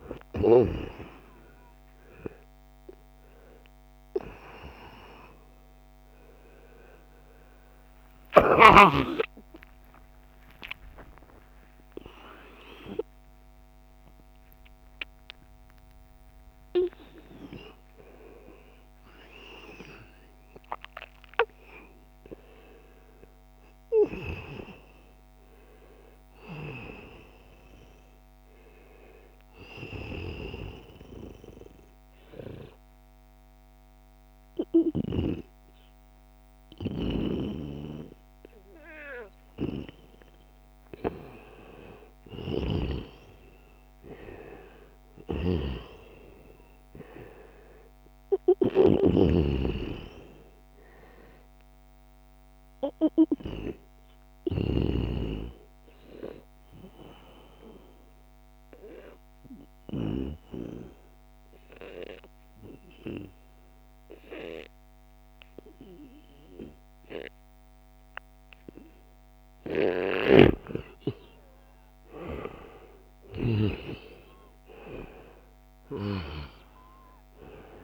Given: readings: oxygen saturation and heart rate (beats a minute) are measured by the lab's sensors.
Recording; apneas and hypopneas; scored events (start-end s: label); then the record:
breathing in sleep by a microphone on the trachea; 2
0.00-15.00 s: oxygen desaturation (device-marked, oxygen 90% lowest, heart rate 75 extreme)
8.00-10.00 s: long interval between heartbeats (device-marked, heart rate 78 before, 102 extreme)
10.50-12.50 s: long interval between heartbeats (device-marked, heart rate 82 before, 142 extreme)
16.00-18.00 s: long interval between heartbeats (device-marked, heart rate 103 before, 106 extreme)
18.00-23.00 s: arousal
29.50-40.50 s: obstructive apnea (oxygen 97% before, 87% lowest, heart rate 113 before, 76 extreme, up 2 after)
42.00-46.00 s: arousal
44.50-54.00 s: snoring (device-marked)
46.00-60.00 s: oxygen desaturation (device-marked, oxygen 96% before, 92% lowest, heart rate 86 before, 70 extreme)
57.00-69.50 s: obstructive apnea (oxygen 97% before, 87% lowest, heart rate 83 before, 70 extreme, up 4 after)
69.50-73.00 s: snoring (device-marked)
70.00-74.50 s: arousal
73.00-77.84 s: oxygen desaturation (device-marked, oxygen 95% before, 87% lowest, heart rate 78 before, 70 extreme)
From the record:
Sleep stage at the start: N2 (light sleep); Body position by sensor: on the back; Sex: male